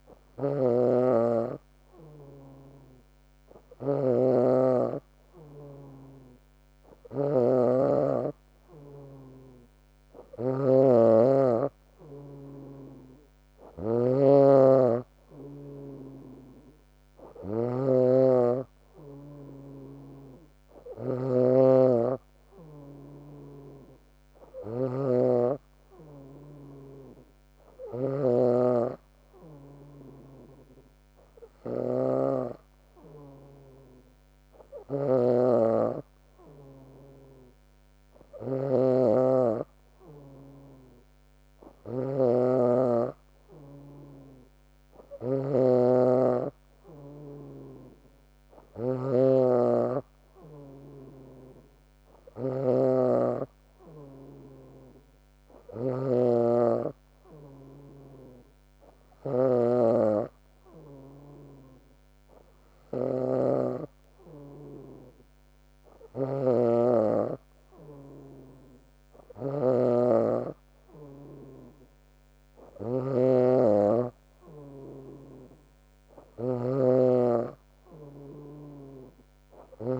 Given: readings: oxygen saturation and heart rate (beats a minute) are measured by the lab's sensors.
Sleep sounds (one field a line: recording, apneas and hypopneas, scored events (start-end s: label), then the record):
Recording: a person awake in a sleep study, by a microphone on the trachea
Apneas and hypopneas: none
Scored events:
7.00-21.50 s: snoring (device-marked)
59.00-61.00 s: long interval between heartbeats (device-marked, heart rate 72 before, 80 extreme)
72.00-74.00 s: long interval between heartbeats (device-marked, heart rate 76 before, 82 extreme)
73.00-80.00 s: snoring (device-marked)
From the record:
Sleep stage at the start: awake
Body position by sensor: on the back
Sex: female